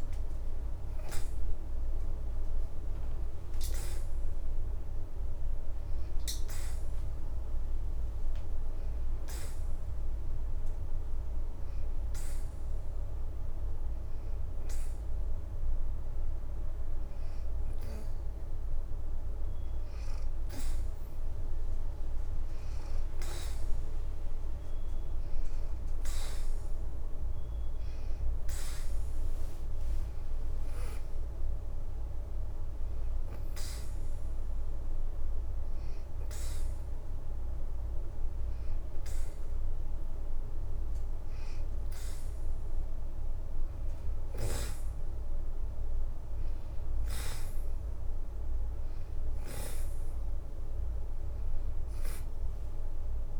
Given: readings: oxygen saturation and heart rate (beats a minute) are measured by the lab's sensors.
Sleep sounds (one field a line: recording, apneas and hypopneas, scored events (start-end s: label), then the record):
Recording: breathing in sleep, hard to hear, by a room microphone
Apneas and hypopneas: 2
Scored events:
11.00-22.00 s: hypopnea (oxygen 93% before, 86% lowest, heart rate 82 before, 80 extreme, up 8 after)
18.50-44.50 s: oxygen desaturation (device-marked, oxygen 93% before, 86% lowest, heart rate 81 before, 80 extreme)
23.00-26.00 s: arousal
28.00-37.00 s: leg movement (device-marked)
34.50-44.50 s: hypopnea (oxygen 93% before, 86% lowest, heart rate 83 before, 80 extreme, up 6 after)
46.50-50.00 s: arousal
48.50-51.00 s: leg movement (device-marked)
49.50-53.39 s: oxygen desaturation (device-marked, oxygen 93% before, 89% lowest, heart rate 85 before, 80 extreme)
51.50-52.50 s: leg movement (device-marked)
From the record:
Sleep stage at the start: N2 (light sleep)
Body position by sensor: on the back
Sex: female